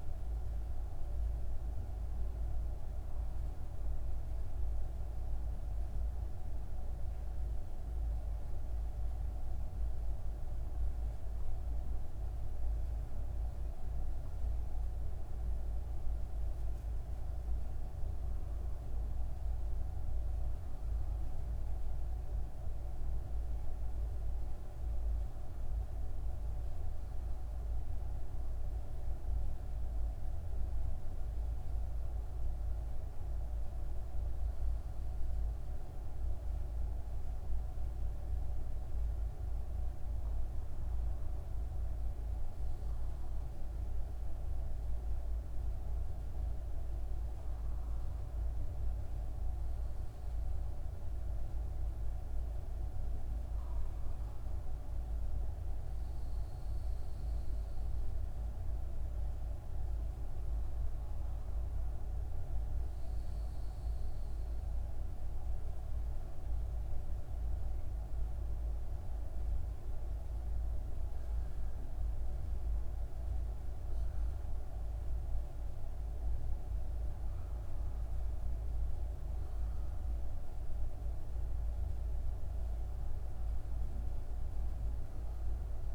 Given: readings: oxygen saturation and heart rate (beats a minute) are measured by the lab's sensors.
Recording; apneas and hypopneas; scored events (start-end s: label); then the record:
a person partly awake in a sleep study, hard to hear, by a room microphone; none
25.50-85.94 s: new sleep stage, N1 (lightest sleep)
From the record:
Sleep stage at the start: awake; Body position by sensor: on the left side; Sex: male